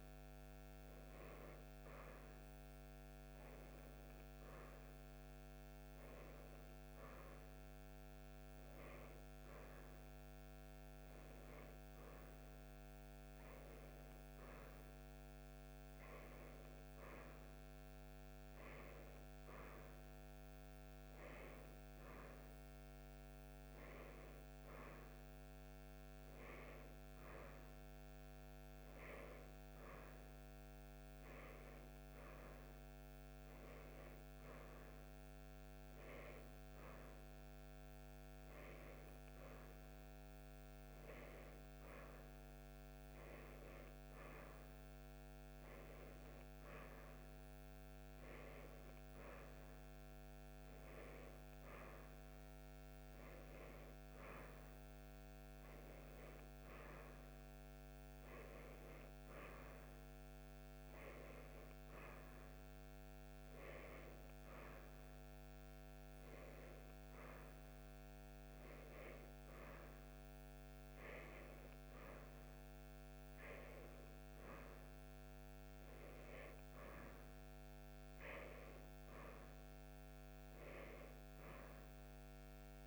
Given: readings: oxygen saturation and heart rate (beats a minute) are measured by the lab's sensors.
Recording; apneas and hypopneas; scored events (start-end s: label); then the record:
breathing in sleep, hard to hear, by a microphone on the trachea; none
none scored
From the record:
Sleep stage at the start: N1 (lightest sleep); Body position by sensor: on the right side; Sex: female